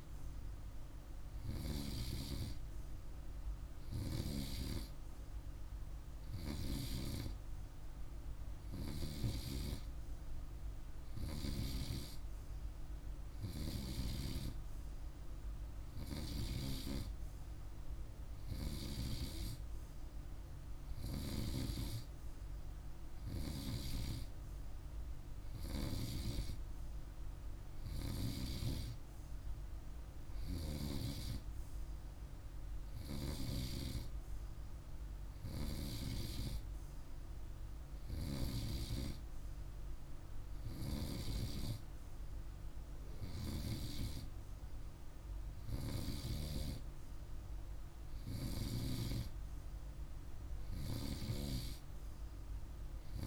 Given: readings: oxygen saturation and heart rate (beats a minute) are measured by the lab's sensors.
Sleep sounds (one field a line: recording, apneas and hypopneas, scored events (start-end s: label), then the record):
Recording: breathing in sleep by a room microphone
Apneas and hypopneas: none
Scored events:
none scored
From the record:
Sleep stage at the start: N2 (light sleep)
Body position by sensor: on the right side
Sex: male